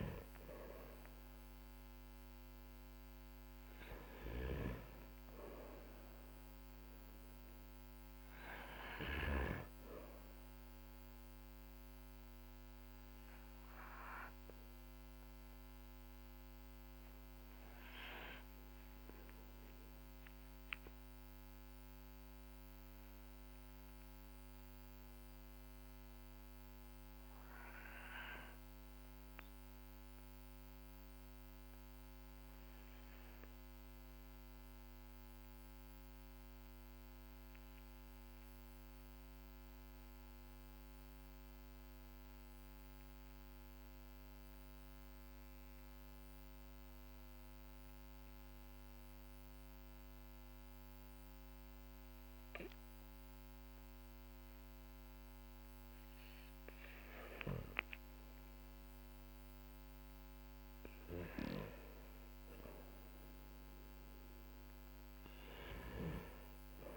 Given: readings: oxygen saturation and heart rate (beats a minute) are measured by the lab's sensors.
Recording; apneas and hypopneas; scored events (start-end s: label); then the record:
breathing in sleep by a microphone on the trachea; 1
12.50-34.50 s: oxygen desaturation (device-marked, oxygen 96% before, 93% lowest, heart rate 53 before, 39 extreme)
14.00-54.50 s: obstructive apnea (oxygen 98% before, 92% lowest, heart rate 53 before, 42 extreme, up 13 after)
55.50-66.97 s: oxygen desaturation (device-marked, oxygen 98% before, 92% lowest, heart rate 53 before, 45 extreme)
From the record:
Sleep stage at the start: N2 (light sleep); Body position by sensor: on the back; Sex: male